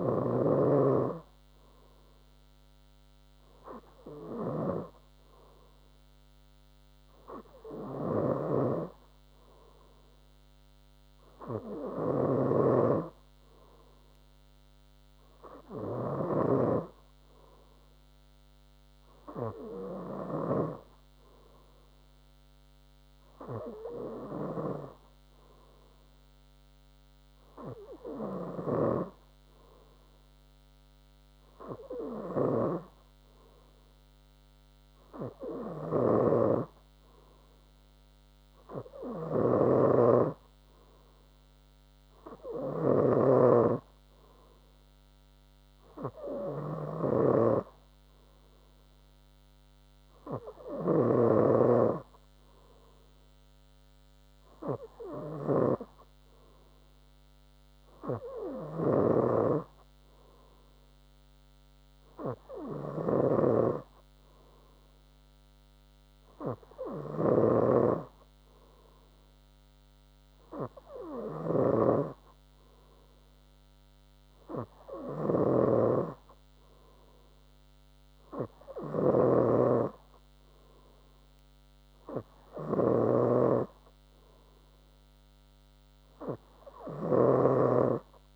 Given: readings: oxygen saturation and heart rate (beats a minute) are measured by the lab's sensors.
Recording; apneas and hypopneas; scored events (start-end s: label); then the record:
breathing in sleep by a microphone on the trachea; none
12.50-17.00 s: snoring (device-marked)
39.50-43.50 s: snoring (device-marked)
45.50-88.36 s: new sleep stage, N3 (deep sleep)
67.50-88.36 s: snoring (device-marked)
From the record:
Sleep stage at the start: N2 (light sleep); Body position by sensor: on the front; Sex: female